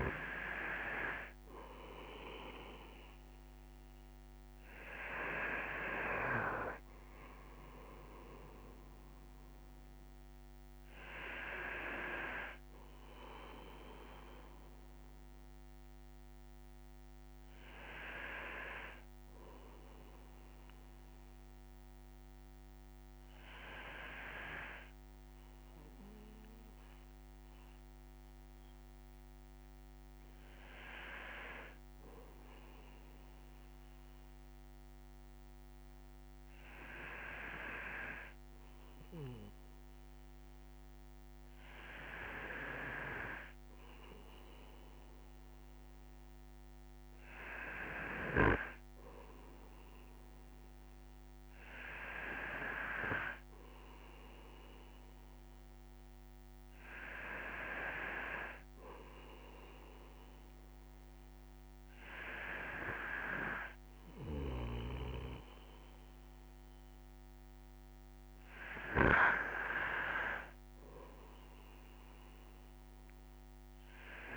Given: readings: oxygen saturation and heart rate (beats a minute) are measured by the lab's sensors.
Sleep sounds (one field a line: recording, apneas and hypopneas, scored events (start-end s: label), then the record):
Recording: breathing in sleep by a microphone on the trachea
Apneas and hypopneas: none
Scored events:
none scored
From the record:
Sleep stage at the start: N2 (light sleep)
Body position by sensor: on the right side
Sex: male